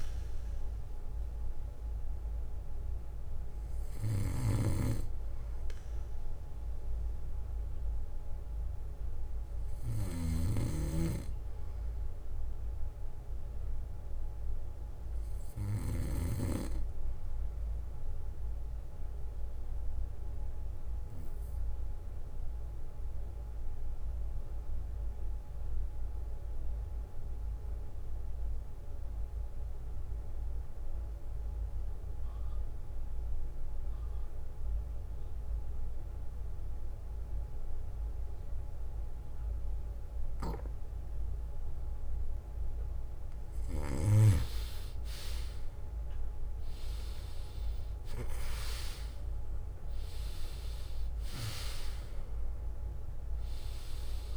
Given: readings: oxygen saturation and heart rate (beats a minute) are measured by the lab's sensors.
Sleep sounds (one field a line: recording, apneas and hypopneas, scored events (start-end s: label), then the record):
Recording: breathing in sleep by a room microphone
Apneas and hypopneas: 1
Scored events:
0.00-1.00 s: bradycardia (device-marked, heart rate 58 extreme)
1.00-6.00 s: arousal
3.00-21.00 s: oxygen desaturation (device-marked, oxygen 95% before, 92% lowest, heart rate 60 before, 57 extreme)
4.50-10.50 s: snoring (device-marked)
5.00-7.00 s: bradycardia (device-marked, heart rate 60 before, 60 extreme)
9.00-13.00 s: bradycardia (device-marked, heart rate 60 before, 58 extreme)
19.50-44.00 s: mixed apnea (oxygen 96% before, 90% lowest, heart rate 59 before, 57 extreme, up 11 after)
21.00-23.00 s: bradycardia (device-marked, heart rate 60 before, 62 extreme)
28.00-42.00 s: bradycardia (device-marked, heart rate 60 before, 58 extreme)
45.50-50.00 s: arousal
From the record:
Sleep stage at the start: N2 (light sleep)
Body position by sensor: on the back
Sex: male